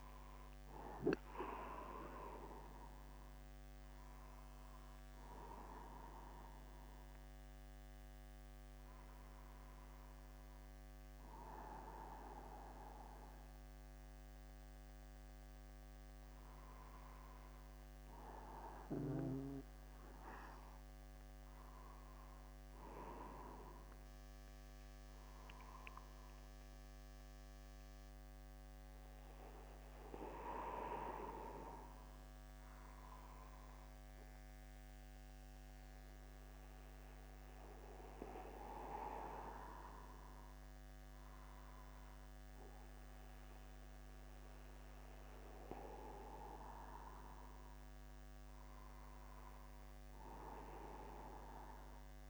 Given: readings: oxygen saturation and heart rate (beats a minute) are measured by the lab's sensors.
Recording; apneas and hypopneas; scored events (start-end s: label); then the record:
a person awake in a sleep study, by a microphone on the trachea; none
none scored
From the record:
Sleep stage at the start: awake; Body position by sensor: upright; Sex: male